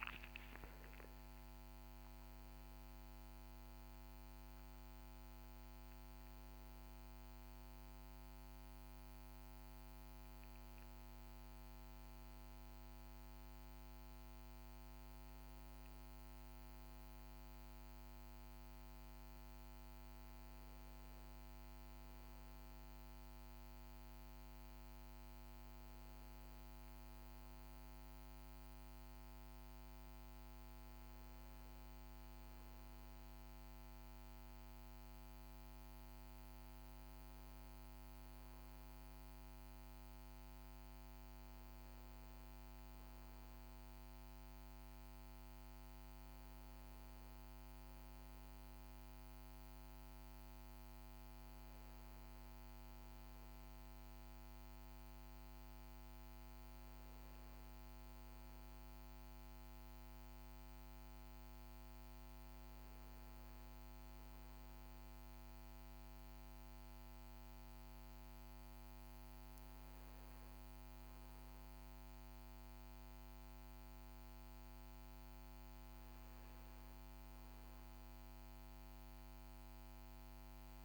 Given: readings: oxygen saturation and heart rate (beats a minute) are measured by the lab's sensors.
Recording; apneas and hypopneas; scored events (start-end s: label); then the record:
breathing in sleep, hard to hear, by a microphone on the trachea; none
none scored
From the record:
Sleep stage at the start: REM sleep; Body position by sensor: on the back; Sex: male